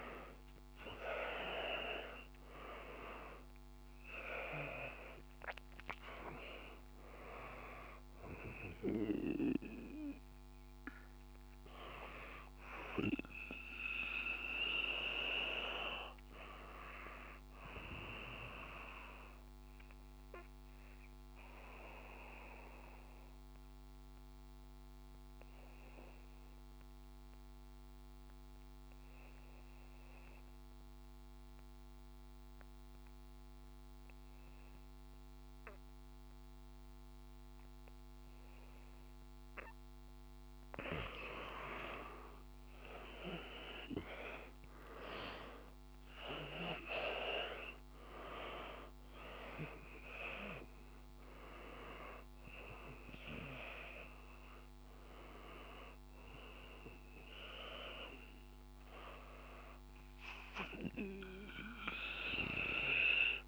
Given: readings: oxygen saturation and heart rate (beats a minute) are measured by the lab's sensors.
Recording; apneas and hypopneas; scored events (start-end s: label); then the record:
breathing in sleep by a microphone on the trachea; 1
0.00-4.00 s: arousal
0.00-25.00 s: oxygen desaturation (device-marked, oxygen 89% lowest, heart rate 55 extreme)
19.50-38.00 s: obstructive apnea (oxygen 97% before, 89% lowest, heart rate 59 before, 56 extreme, up 4 after)
41.00-45.00 s: arousal
46.00-63.47 s: oxygen desaturation (device-marked, oxygen 97% before, 89% lowest, heart rate 57 before, 53 extreme)
From the record:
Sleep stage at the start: N2 (light sleep); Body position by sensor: on the back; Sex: male